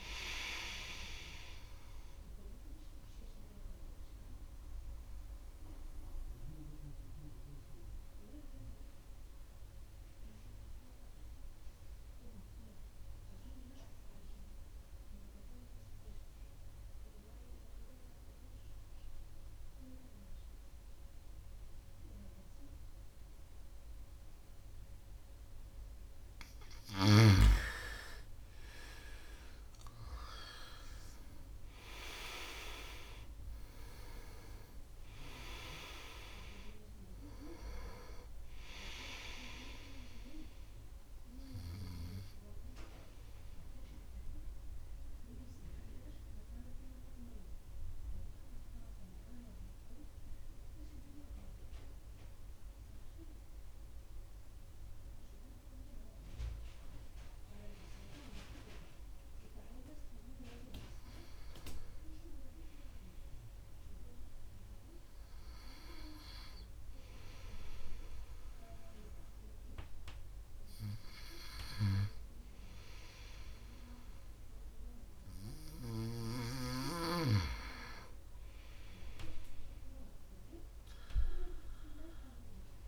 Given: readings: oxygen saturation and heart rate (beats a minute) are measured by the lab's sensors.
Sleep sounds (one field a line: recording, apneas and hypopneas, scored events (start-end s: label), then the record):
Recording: breathing in sleep by a room microphone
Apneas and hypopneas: 3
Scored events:
0.00-17.00 s: oxygen desaturation (device-marked, oxygen 87% lowest, heart rate 63 extreme)
6.00-25.50 s: obstructive apnea (oxygen 98% before, 85% lowest, heart rate 70 before, 62 extreme, up 2 after)
28.00-33.00 s: arousal
28.00-57.00 s: oxygen desaturation (device-marked, oxygen 99% before, 85% lowest, heart rate 68 before, 62 extreme)
44.00-54.50 s: hypopnea (oxygen 99% before, 85% lowest, heart rate 71 before, 68 extreme, up 11 after)
57.00-60.00 s: arousal
64.00-76.50 s: hypopnea (oxygen 98% before, 90% lowest, heart rate 69 before, 69 extreme, up 2 after)
73.00-82.88 s: oxygen desaturation (device-marked, oxygen 99% before, 91% lowest, heart rate 72 before, 68 extreme)
78.50-82.50 s: arousal
From the record:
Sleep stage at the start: N2 (light sleep)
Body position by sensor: on the right side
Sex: male